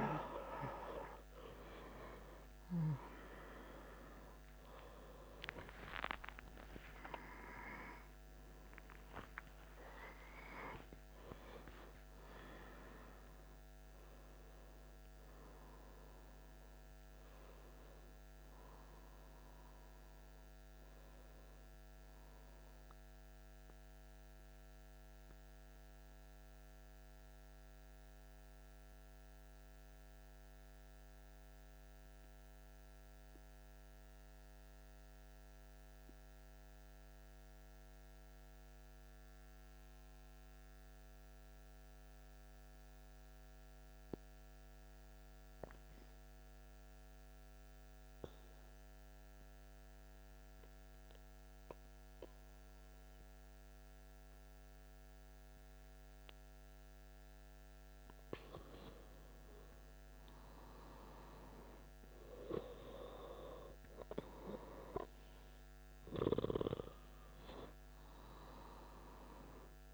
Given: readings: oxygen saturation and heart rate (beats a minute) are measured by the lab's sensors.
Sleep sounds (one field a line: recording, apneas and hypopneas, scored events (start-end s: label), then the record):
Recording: breathing in sleep by a microphone on the trachea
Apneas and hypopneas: 1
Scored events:
0.00-16.50 s: oxygen desaturation (device-marked, oxygen 88% lowest, heart rate 69 extreme)
22.00-57.00 s: mixed apnea (oxygen 98% before, 92% lowest, heart rate 109 before, 27 extreme, up 14 after)
28.50-69.94 s: new sleep stage, N2 (light sleep)
58.00-61.50 s: arousal
58.50-69.94 s: oxygen desaturation (device-marked, oxygen 97% before, 92% lowest, heart rate 112 before, 27 extreme)
From the record:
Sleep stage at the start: N1 (lightest sleep)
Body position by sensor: on the back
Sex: male